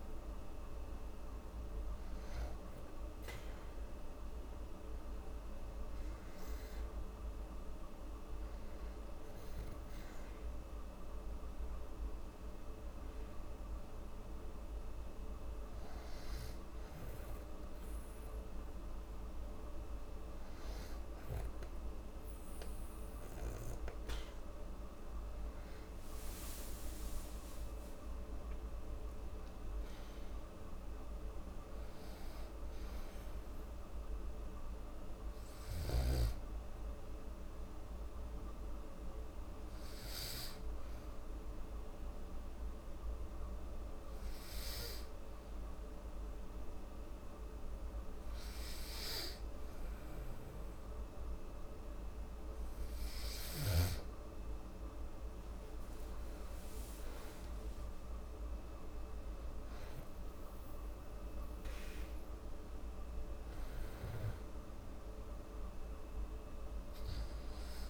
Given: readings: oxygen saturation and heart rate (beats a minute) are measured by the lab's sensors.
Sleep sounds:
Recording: breathing in sleep, hard to hear, by a room microphone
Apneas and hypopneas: 1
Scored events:
23.50-28.00 s: arousal
40.00-52.50 s: obstructive apnea (oxygen 98% before, 95% lowest, heart rate 71 before, 67 extreme, up 9 after)
54.00-57.50 s: arousal
From the record:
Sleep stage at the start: N2 (light sleep)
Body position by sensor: on the back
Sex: female

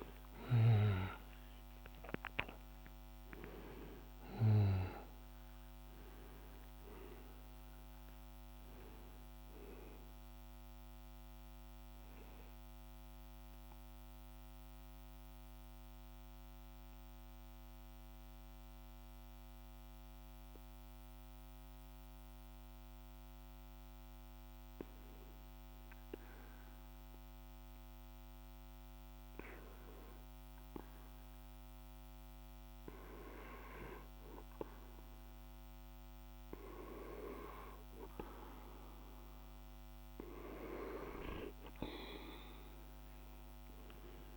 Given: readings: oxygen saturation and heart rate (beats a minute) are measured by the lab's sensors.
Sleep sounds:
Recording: breathing in sleep by a microphone on the trachea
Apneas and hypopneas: 1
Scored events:
0.00-21.00 s: oxygen desaturation (device-marked, oxygen 92% lowest, heart rate 48 extreme)
10.00-32.00 s: mixed apnea (oxygen 98% before, 92% lowest, heart rate 61 before, 47 extreme, up 0 after)
34.00-44.37 s: oxygen desaturation (device-marked, oxygen 99% before, 93% lowest, heart rate 50 before, 46 extreme)
35.50-40.00 s: arousal
From the record:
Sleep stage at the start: N2 (light sleep)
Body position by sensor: on the back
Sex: male

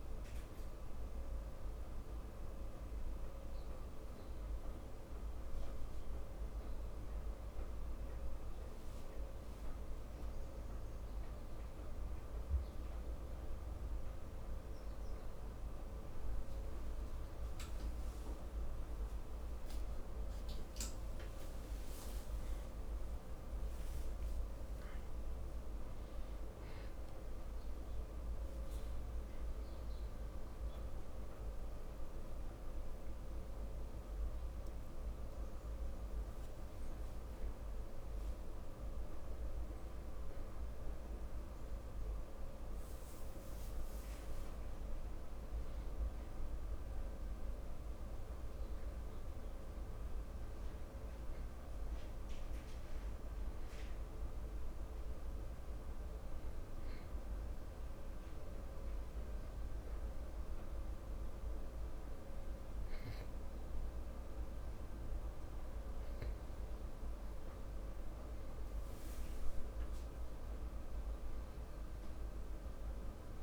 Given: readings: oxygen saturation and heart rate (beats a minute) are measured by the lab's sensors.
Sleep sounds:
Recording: a person awake in a sleep study, hard to hear, by a room microphone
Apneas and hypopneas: 1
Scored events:
0.50-13.00 s: hypopnea (oxygen 97% before, 95% lowest)
6.00-73.43 s: new sleep stage, awake
From the record:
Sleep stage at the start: N2 (light sleep)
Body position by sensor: on the back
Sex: male

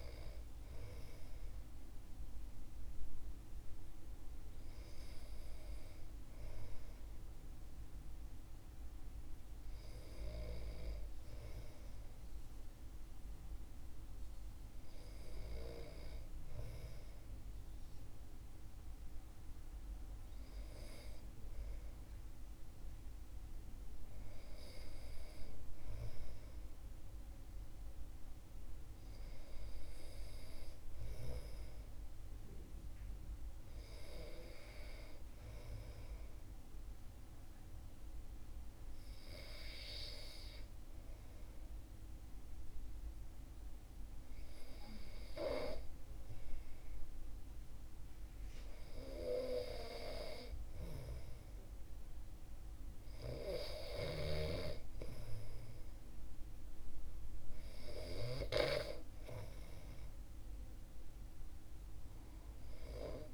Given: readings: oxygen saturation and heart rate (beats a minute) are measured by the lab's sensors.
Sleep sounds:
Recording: breathing in sleep by a room microphone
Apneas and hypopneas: 1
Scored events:
34.50-49.50 s: hypopnea (oxygen 96% before, 96% lowest, heart rate 58 before, 57 extreme, up 4 after)
52.50-56.00 s: arousal
From the record:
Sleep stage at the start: N2 (light sleep)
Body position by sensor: on the back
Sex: male

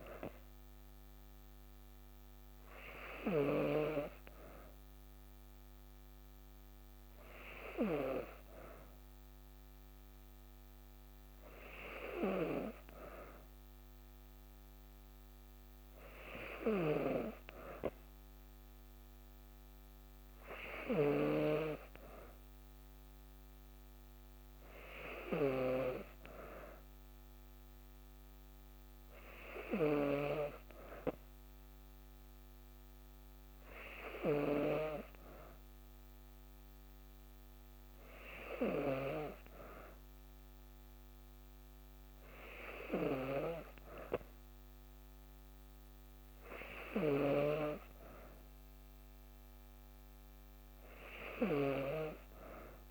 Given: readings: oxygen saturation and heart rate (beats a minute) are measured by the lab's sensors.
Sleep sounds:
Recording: breathing in sleep by a microphone on the trachea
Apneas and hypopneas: none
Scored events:
none scored
From the record:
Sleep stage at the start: N2 (light sleep)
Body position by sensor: on the back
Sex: female

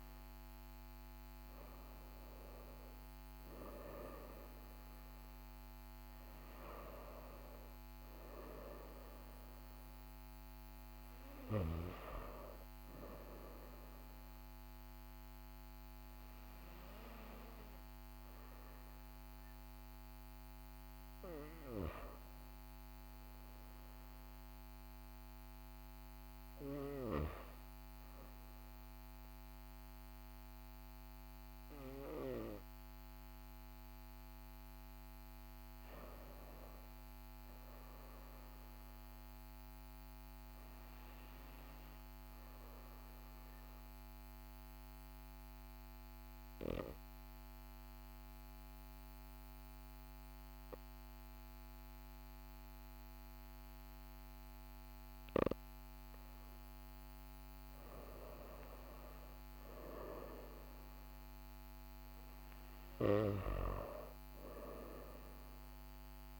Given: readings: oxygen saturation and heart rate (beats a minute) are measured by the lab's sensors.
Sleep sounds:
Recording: breathing in sleep by a microphone on the trachea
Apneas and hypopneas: 1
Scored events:
44.00-57.50 s: obstructive apnea (oxygen 98% before, 95% lowest, heart rate 40 before, 40 extreme, up 2 after)
59.50-63.50 s: arousal
From the record:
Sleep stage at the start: REM sleep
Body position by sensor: on the back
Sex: male

